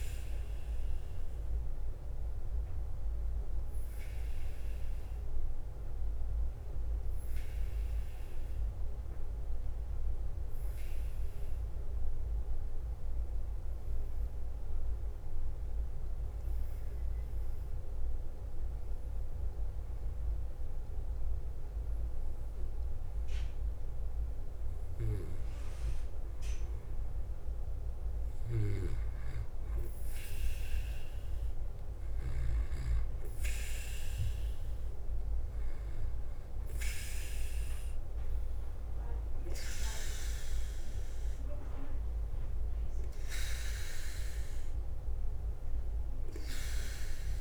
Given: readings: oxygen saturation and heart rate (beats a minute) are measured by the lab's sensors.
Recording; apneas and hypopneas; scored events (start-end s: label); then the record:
breathing in sleep by a room microphone; 1
0.00-4.00 s: oxygen desaturation (device-marked, oxygen 92% lowest, heart rate 48 extreme)
0.00-47.41 s: bradycardia (device-marked, heart rate 44 extreme)
1.50-25.00 s: obstructive apnea (oxygen 98% before, 92% lowest, heart rate 53 before, 49 extreme, up 0 after)
30.00-34.00 s: arousal
From the record:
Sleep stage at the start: N2 (light sleep); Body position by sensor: on the back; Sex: male